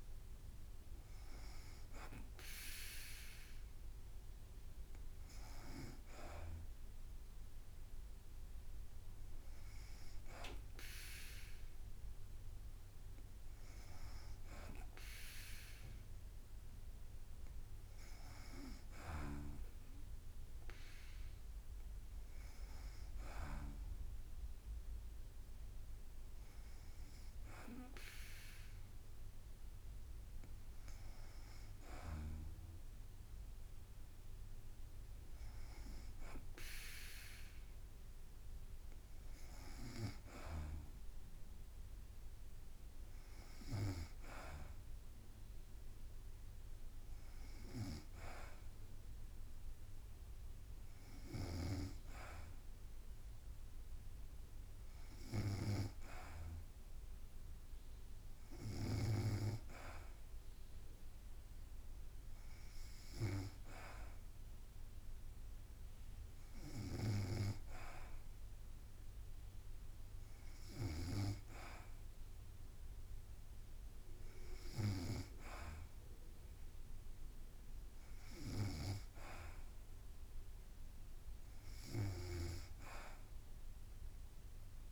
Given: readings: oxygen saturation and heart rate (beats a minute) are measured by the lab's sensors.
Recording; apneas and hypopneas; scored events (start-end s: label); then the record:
breathing in sleep by a room microphone; none
58.50-70.50 s: drop in pulse transit time (device-marked, heart rate 55 before, 55 extreme)
From the record:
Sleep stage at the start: N2 (light sleep); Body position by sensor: on the back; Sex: female